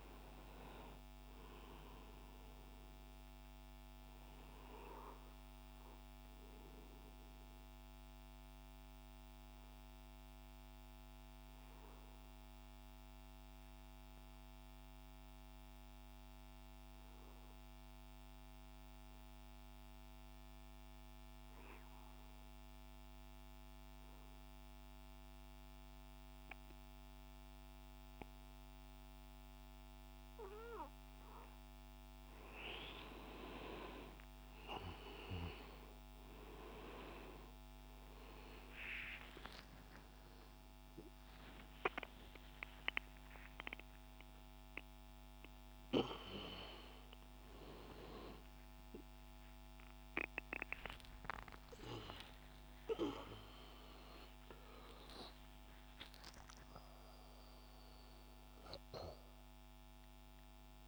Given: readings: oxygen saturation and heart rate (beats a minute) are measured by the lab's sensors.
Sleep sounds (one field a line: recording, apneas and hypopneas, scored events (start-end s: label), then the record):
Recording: breathing in sleep by a microphone on the trachea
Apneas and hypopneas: 1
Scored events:
6.50-31.50 s: obstructive apnea (oxygen 98% before, 89% lowest, heart rate 64 before, 63 extreme, up 17 after)
27.50-40.50 s: oxygen desaturation (device-marked, oxygen 97% before, 91% lowest, heart rate 64 before, 66 extreme)
38.50-43.50 s: arousal
42.50-60.88 s: oxygen desaturation (device-marked, oxygen 94% before, 89% lowest, heart rate 71 before, 61 extreme)
From the record:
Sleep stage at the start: N2 (light sleep)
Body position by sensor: on the right side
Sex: male